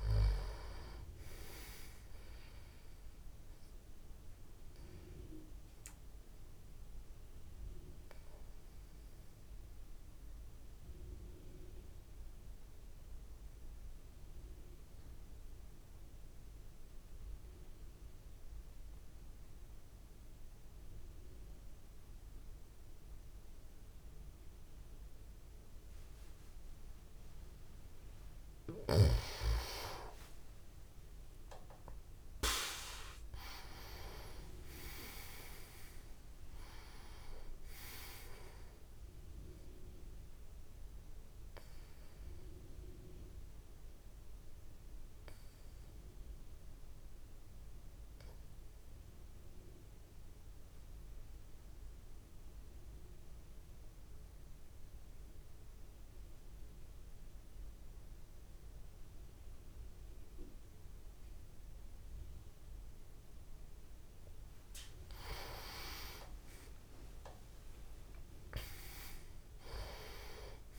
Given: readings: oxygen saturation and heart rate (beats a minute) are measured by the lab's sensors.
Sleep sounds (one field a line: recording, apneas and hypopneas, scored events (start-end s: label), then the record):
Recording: breathing in sleep by a room microphone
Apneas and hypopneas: 2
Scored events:
0.00-19.00 s: oxygen desaturation (device-marked, oxygen 87% lowest, heart rate 26 extreme)
5.50-26.50 s: obstructive apnea (oxygen 97% before, 87% lowest, heart rate 48 before, 26 extreme)
29.50-34.00 s: arousal
30.00-33.00 s: tachycardia (device-marked, heart rate 58 before, 86 extreme)
35.00-56.00 s: oxygen desaturation (device-marked, oxygen 98% before, 90% lowest)
40.50-63.50 s: obstructive apnea (oxygen 98% before, 90% lowest)
65.50-69.50 s: arousal
From the record:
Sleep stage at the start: N2 (light sleep)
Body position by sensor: on the back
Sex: male